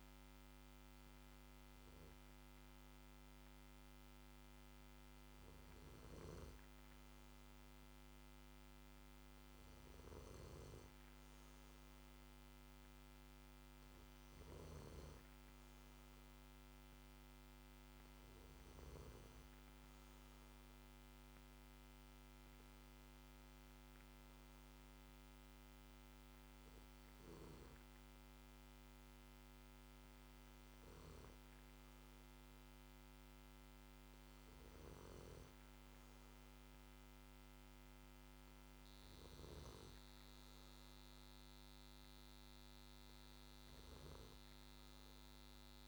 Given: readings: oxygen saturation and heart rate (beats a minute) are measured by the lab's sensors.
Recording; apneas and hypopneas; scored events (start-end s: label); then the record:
breathing in sleep, hard to hear, by a microphone on the trachea; none
13.00-16.00 s: arousal
From the record:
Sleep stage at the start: N2 (light sleep); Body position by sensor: on the back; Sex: male